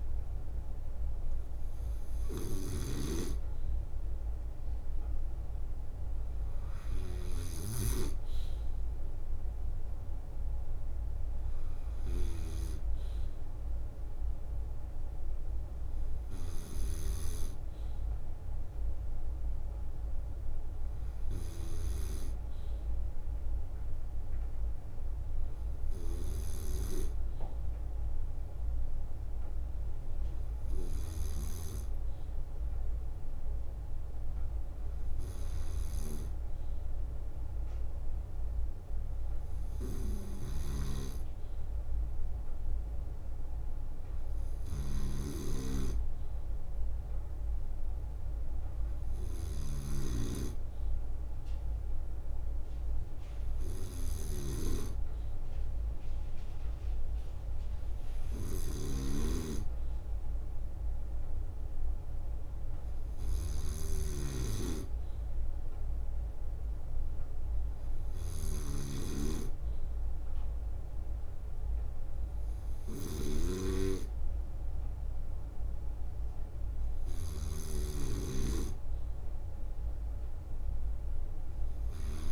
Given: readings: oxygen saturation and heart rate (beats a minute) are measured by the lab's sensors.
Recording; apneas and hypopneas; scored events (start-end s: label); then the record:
breathing in sleep by a room microphone; none
0.00-4.00 s: drop in pulse transit time (device-marked, heart rate 65 extreme)
0.00-21.50 s: snoring (device-marked)
8.00-11.00 s: leg movement (device-marked)
13.00-21.50 s: leg movement (device-marked)
25.00-32.00 s: leg movement (device-marked)
28.00-44.00 s: drop in pulse transit time (device-marked, heart rate 66 before, 65 extreme)
34.00-41.00 s: leg movement (device-marked)
40.00-82.32 s: snoring (device-marked)
43.00-50.50 s: leg movement (device-marked)
51.50-59.00 s: leg movement (device-marked)
63.00-70.50 s: leg movement (device-marked)
73.00-82.00 s: leg movement (device-marked)
From the record:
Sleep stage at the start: N2 (light sleep); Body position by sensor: on the right side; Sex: male